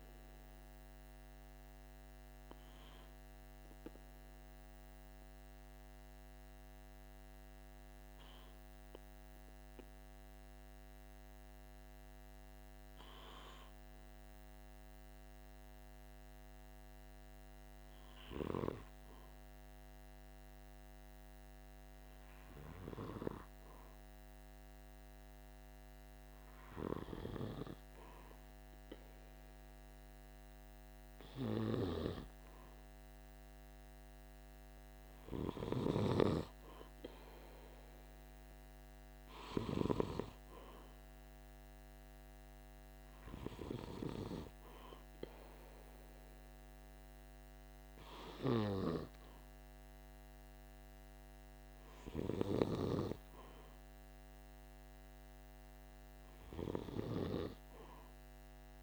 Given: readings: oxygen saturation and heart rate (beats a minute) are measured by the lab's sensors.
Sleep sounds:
breathing in sleep by a microphone on the trachea; none
none scored
From the record:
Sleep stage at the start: N2 (light sleep); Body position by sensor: on the back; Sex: male

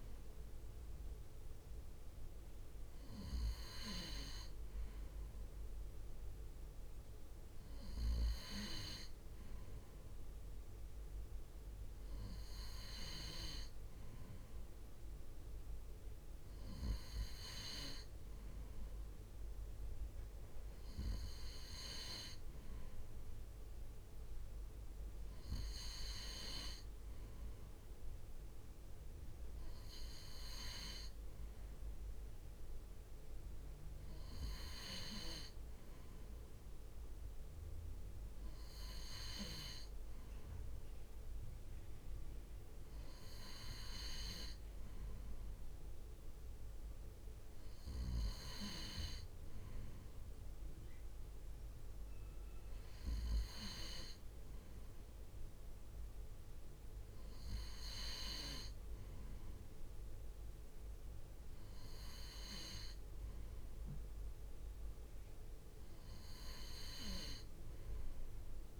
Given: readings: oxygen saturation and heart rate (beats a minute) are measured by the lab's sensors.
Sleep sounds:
breathing in sleep by a room microphone; none
none scored
From the record:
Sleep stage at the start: N3 (deep sleep); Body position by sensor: on the right side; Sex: male

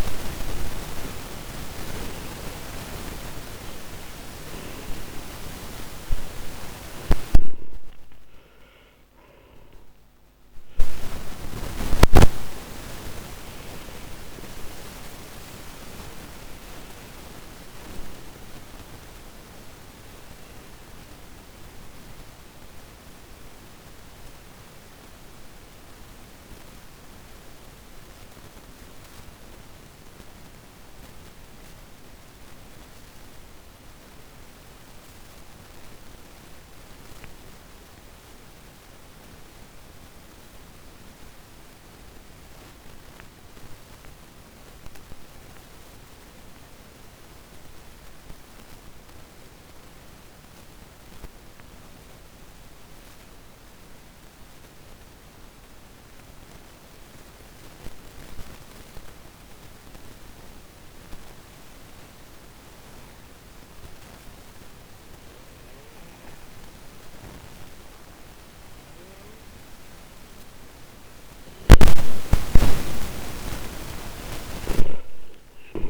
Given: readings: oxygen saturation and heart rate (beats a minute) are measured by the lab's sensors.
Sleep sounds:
breathing in sleep by a microphone on the trachea; 1
0.00-1.50 s: arousal
0.00-41.50 s: oxygen desaturation (device-marked, oxygen 82% lowest)
21.00-71.50 s: mixed apnea (oxygen 94% before, 82% lowest, heart rate 60 before, 53 extreme, up 12 after)
72.50-75.90 s: arousal
74.00-75.90 s: snoring (device-marked)
From the record:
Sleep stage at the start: N2 (light sleep); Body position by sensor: on the back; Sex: male

